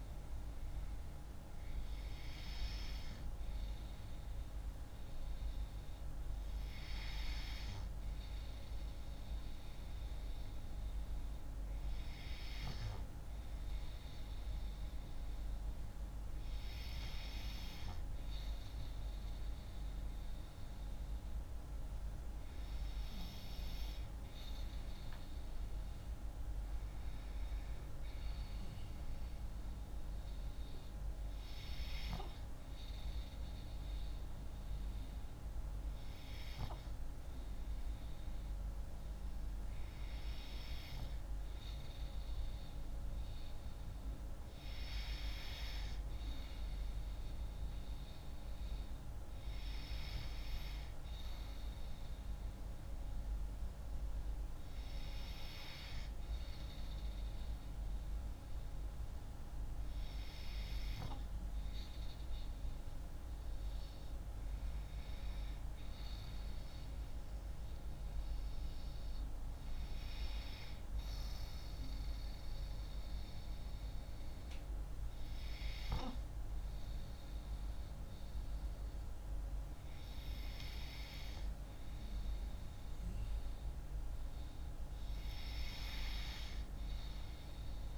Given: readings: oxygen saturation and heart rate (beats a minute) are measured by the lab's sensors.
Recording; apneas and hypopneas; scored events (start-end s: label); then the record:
breathing in sleep, hard to hear, by a room microphone; 1
26.00-29.50 s: arousal
32.50-43.50 s: hypopnea (oxygen 97% before, 95% lowest)
47.50-51.50 s: arousal
From the record:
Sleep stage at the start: N2 (light sleep); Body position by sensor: on the left side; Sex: female